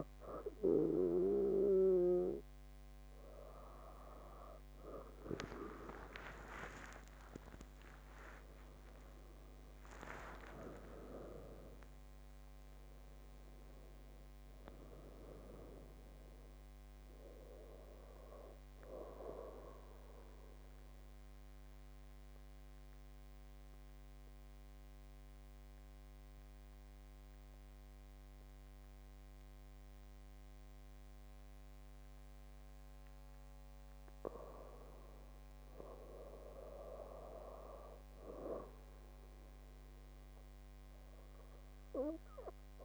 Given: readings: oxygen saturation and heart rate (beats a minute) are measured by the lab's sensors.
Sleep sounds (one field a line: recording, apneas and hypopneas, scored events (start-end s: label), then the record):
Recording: breathing in sleep by a microphone on the trachea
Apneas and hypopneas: 1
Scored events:
6.50-12.00 s: arousal
21.50-34.50 s: obstructive apnea (oxygen 99% before, 95% lowest)
37.00-40.00 s: arousal
From the record:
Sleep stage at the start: N2 (light sleep)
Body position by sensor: on the back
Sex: female